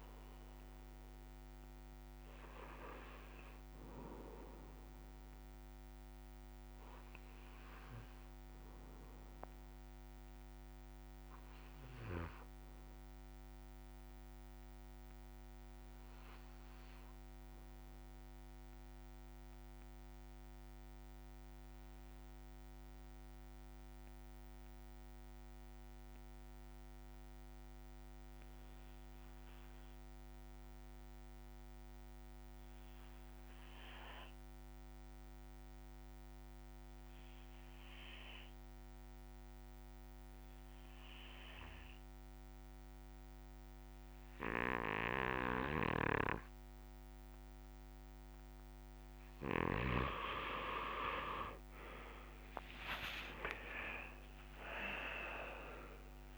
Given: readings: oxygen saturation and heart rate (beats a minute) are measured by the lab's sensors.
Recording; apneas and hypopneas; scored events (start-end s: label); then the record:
breathing in sleep by a microphone on the trachea; 1
0.00-18.00 s: oxygen desaturation (device-marked, oxygen 89% lowest, heart rate 55 extreme)
10.00-50.00 s: obstructive apnea (oxygen 97% before, 88% lowest, heart rate 68 before, 55 extreme, up 14 after)
41.00-56.38 s: oxygen desaturation (device-marked, oxygen 99% before, 88% lowest, heart rate 57 before, 54 extreme)
From the record:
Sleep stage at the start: N1 (lightest sleep); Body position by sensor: on the back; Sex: male